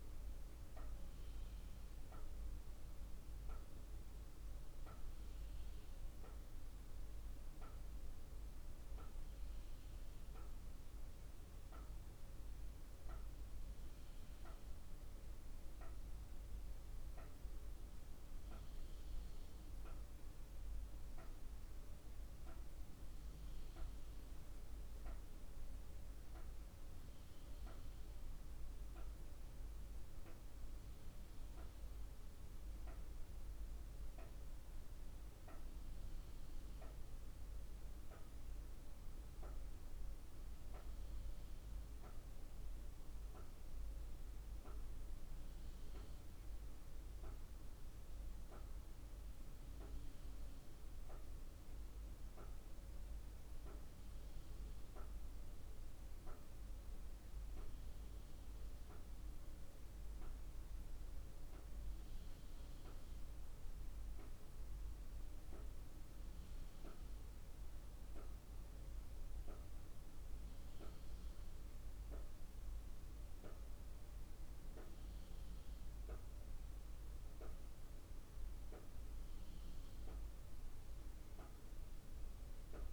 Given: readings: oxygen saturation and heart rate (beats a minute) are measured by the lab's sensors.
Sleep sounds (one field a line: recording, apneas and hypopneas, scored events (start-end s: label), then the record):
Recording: breathing in sleep, hard to hear, by a room microphone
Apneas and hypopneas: none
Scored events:
none scored
From the record:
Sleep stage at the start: N2 (light sleep)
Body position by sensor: on the right side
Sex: female